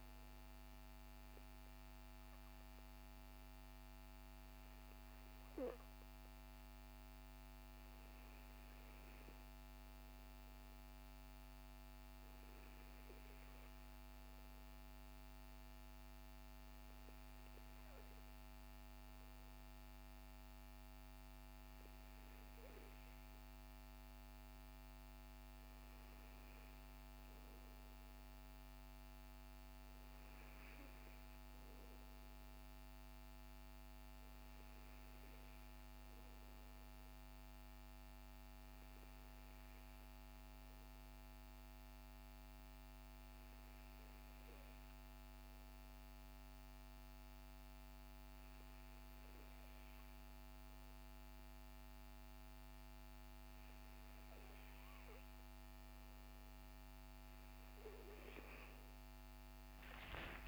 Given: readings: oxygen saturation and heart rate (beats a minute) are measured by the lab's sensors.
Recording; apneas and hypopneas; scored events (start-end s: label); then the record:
breathing in sleep, hard to hear, by a microphone on the trachea; 1
39.00-54.00 s: hypopnea (oxygen 96% before, 94% lowest, heart rate 53 before, 46 extreme, up 14 after)
59.00-60.48 s: arousal
From the record:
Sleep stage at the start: N2 (light sleep); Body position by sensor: on the back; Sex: male